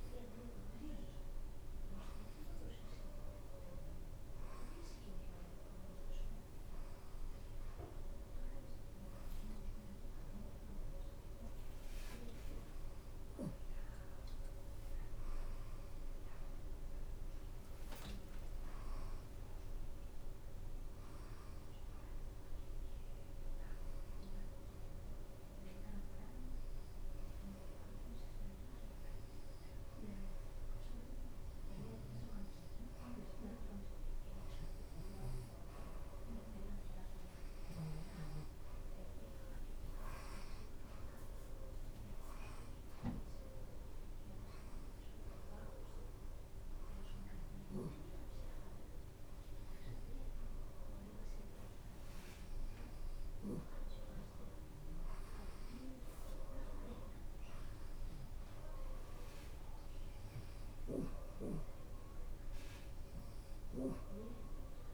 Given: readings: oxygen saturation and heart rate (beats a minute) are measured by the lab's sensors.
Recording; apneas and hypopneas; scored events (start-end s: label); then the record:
breathing in sleep by a room microphone; none
0.00-1.50 s: long interval between heartbeats (device-marked, heart rate 50 extreme)
0.00-10.50 s: bradycardia (device-marked)
15.50-19.50 s: arousal
38.50-49.50 s: drop in pulse transit time (device-marked, heart rate 94 before, 96 extreme)
38.50-55.50 s: oxygen desaturation (device-marked, oxygen 91% before, 88% lowest, heart rate 94 before, 91 extreme)
From the record:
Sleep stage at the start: N2 (light sleep); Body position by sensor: upright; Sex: female